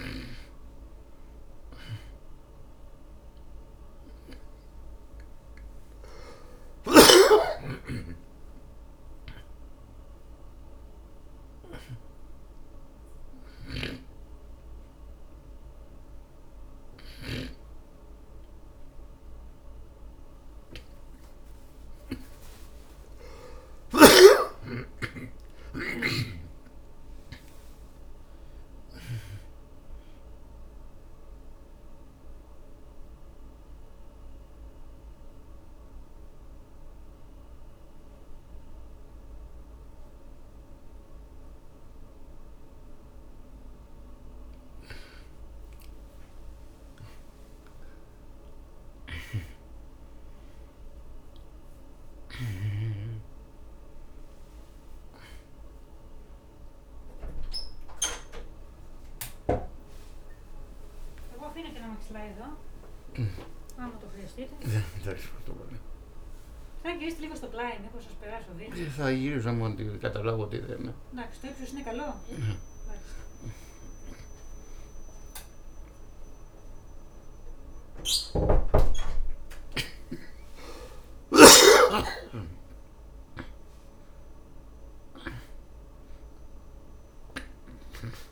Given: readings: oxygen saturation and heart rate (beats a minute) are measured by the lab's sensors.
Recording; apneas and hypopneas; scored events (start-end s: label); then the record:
a person partly awake in a sleep study, by a room microphone; 1
0.00-16.50 s: oxygen desaturation (device-marked, oxygen 88% lowest)
14.00-18.00 s: snoring (device-marked)
16.50-76.50 s: new sleep stage, N1 (lightest sleep)
31.50-47.50 s: oxygen desaturation (device-marked, oxygen 96% before, 82% lowest)
32.00-45.00 s: central apnea (oxygen 96% before, 81% lowest)
46.50-50.50 s: arousal
61.50-72.50 s: oxygen desaturation (device-marked, oxygen 96% before, 81% lowest)
76.50-88.32 s: new sleep stage, awake
78.50-88.32 s: oxygen desaturation (device-marked, oxygen 92% before, 88% lowest, heart rate 120 before, 27 extreme)
From the record:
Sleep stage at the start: awake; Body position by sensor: on the back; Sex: male